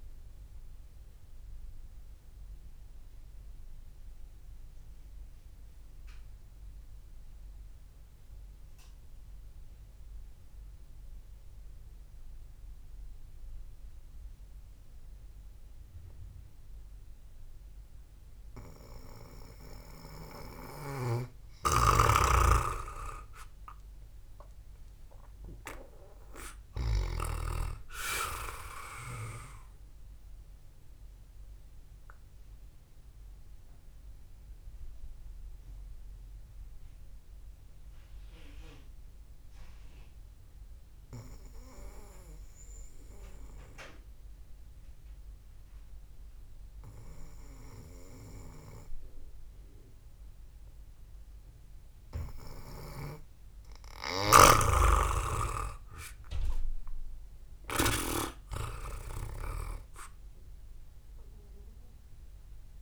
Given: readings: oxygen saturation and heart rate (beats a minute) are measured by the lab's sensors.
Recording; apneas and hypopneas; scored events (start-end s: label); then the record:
breathing in sleep by a room microphone; 2
0.00-1.00 s: oxygen desaturation (device-marked, oxygen 93% lowest, heart rate 57 extreme)
1.00-21.50 s: obstructive apnea (oxygen 99% before, 91% lowest, heart rate 64 before, 57 extreme, up 8 after)
10.00-15.00 s: oxygen desaturation (device-marked, oxygen 94% before, 91% lowest, heart rate 67 before, 57 extreme)
21.50-28.00 s: snoring (device-marked)
23.50-27.00 s: arousal
32.00-49.50 s: obstructive apnea (oxygen 99% before, 91% lowest, heart rate 64 before, 56 extreme)
55.00-59.00 s: snoring (device-marked)
56.00-59.50 s: arousal
From the record:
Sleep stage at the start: N2 (light sleep); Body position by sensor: on the back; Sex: male